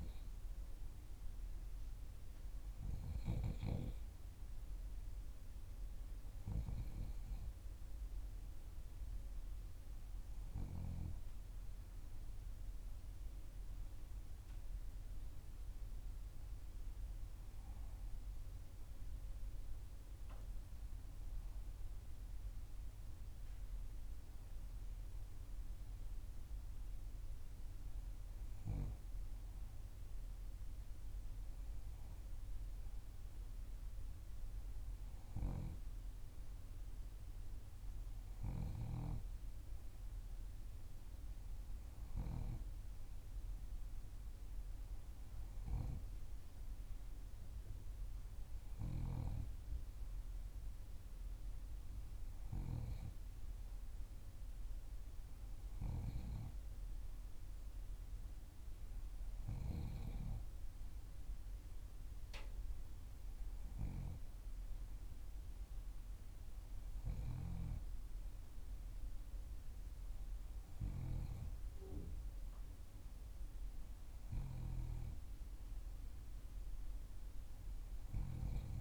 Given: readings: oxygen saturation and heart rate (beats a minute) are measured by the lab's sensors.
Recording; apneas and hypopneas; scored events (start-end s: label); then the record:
breathing in sleep by a room microphone; none
6.50-36.50 s: new sleep stage, N2 (light sleep)
13.00-16.50 s: arousal
36.50-78.81 s: new sleep stage, N3 (deep sleep)
From the record:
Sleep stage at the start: N3 (deep sleep); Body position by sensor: on the back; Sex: female